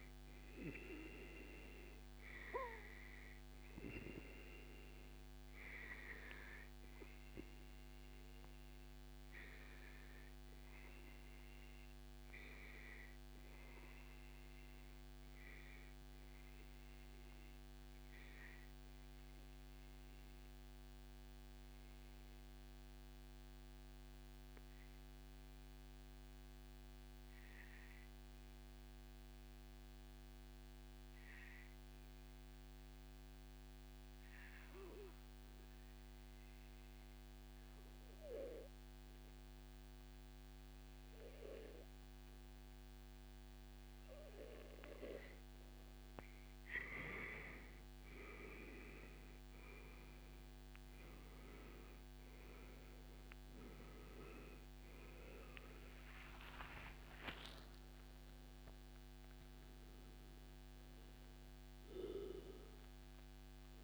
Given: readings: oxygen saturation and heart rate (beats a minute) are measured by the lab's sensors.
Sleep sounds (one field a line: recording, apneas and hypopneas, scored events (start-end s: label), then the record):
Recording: breathing in sleep by a microphone on the trachea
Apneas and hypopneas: 1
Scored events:
16.50-44.50 s: obstructive apnea (oxygen 98% before, 94% lowest, heart rate 142 before, 96 extreme, up 3 after)
18.00-20.00 s: long interval between heartbeats (device-marked, heart rate 142 before, 131 extreme)
23.00-25.00 s: long interval between heartbeats (device-marked, heart rate 137 before, 96 extreme)
43.50-45.50 s: long interval between heartbeats (device-marked, heart rate 133 before, 129 extreme)
51.50-56.00 s: arousal
From the record:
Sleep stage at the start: N2 (light sleep)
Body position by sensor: on the back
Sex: male